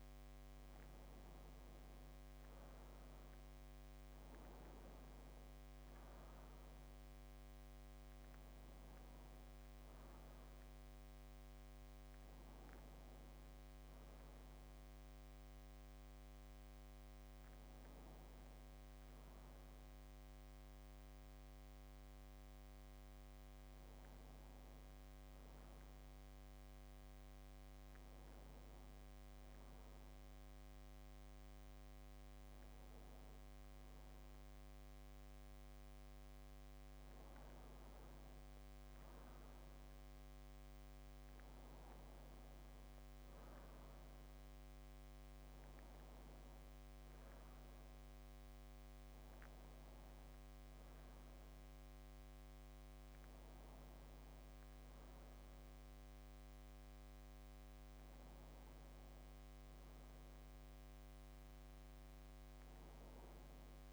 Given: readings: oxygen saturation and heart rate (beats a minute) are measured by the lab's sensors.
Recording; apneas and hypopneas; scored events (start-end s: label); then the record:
breathing in sleep, hard to hear, by a microphone on the trachea; none
none scored
From the record:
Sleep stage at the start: N2 (light sleep); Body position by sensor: on the back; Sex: male